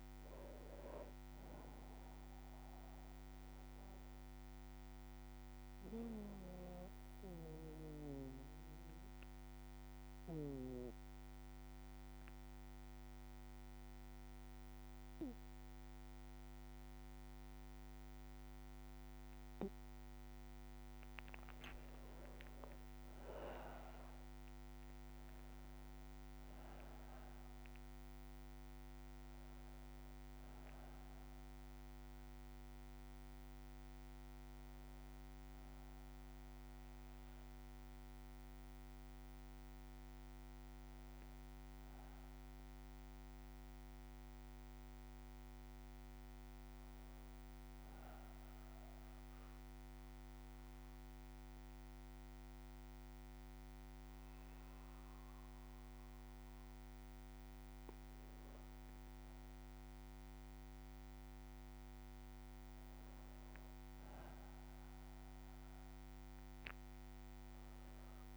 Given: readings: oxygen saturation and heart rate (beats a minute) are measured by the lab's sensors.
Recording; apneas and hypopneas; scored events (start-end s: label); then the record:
breathing in sleep, hard to hear, by a microphone on the trachea; 2
0.00-1.00 s: arousal
3.50-19.50 s: bradycardia (device-marked, heart rate 66 before, 58 extreme)
5.00-21.00 s: obstructive apnea (oxygen 96% before, 93% lowest, heart rate 61 before, 58 extreme, up 4 after)
23.00-27.00 s: arousal
26.50-48.50 s: oxygen desaturation (device-marked, oxygen 97% before, 93% lowest, heart rate 59 before, 58 extreme)
32.50-56.50 s: bradycardia (device-marked, heart rate 66 before, 58 extreme)
49.50-60.00 s: obstructive apnea (oxygen 97% before, 93% lowest, heart rate 59 before, 57 extreme, up 3 after)
61.50-66.50 s: arousal
From the record:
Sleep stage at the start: N1 (lightest sleep); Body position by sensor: on the back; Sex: male